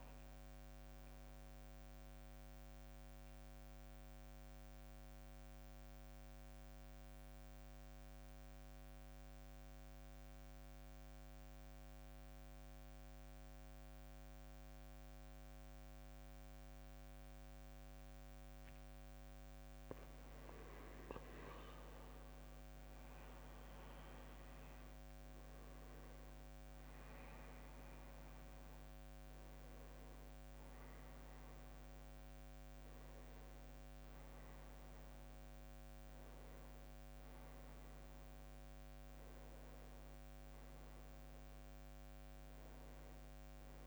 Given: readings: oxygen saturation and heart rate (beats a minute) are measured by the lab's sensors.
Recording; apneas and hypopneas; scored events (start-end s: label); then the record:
breathing in sleep, hard to hear, by a microphone on the trachea; 1
0.00-9.50 s: oxygen desaturation (device-marked, oxygen 93% lowest, heart rate 52 extreme)
1.00-18.50 s: central apnea (oxygen 99% before, 92% lowest, heart rate 66 before, 52 extreme, up 16 after)
21.00-26.00 s: arousal
22.00-25.00 s: leg movement (device-marked)
22.50-37.50 s: drop in pulse transit time (device-marked, heart rate 57 before, 66 extreme)
22.50-41.50 s: oxygen desaturation (device-marked, oxygen 98% before, 92% lowest, heart rate 57 before, 56 extreme)
From the record:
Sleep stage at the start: N2 (light sleep); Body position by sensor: on the back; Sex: male